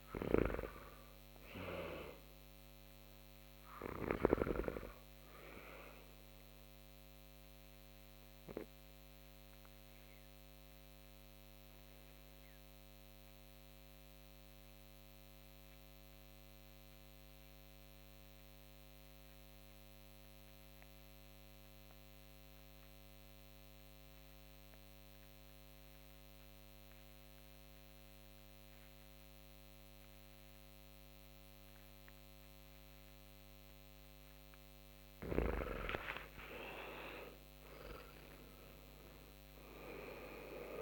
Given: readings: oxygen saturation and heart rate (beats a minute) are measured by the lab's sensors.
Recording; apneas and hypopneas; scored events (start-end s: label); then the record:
breathing in sleep by a microphone on the trachea; 1
2.00-22.00 s: oxygen desaturation (device-marked, oxygen 96% before, 87% lowest)
7.00-34.00 s: obstructive apnea (oxygen 96% before, 81% lowest)
35.50-40.00 s: arousal
From the record:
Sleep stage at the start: N2 (light sleep); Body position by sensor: on the back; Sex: male